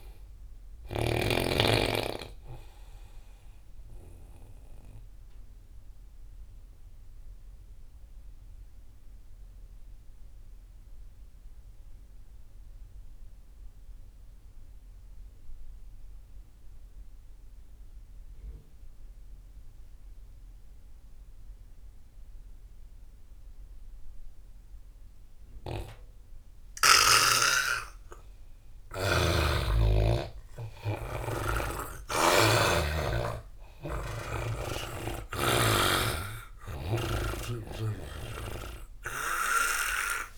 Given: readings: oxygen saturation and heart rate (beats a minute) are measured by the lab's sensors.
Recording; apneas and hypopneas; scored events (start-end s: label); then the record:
breathing in sleep by a room microphone; 1
0.00-1.50 s: snoring (device-marked)
0.00-15.00 s: oxygen desaturation (device-marked, oxygen 85% lowest)
4.00-28.50 s: obstructive apnea (oxygen 99% before, 83% lowest)
30.00-35.00 s: arousal
32.00-40.38 s: oxygen desaturation (device-marked, oxygen 98% before, 84% lowest)
From the record:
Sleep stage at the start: N2 (light sleep); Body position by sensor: on the back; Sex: male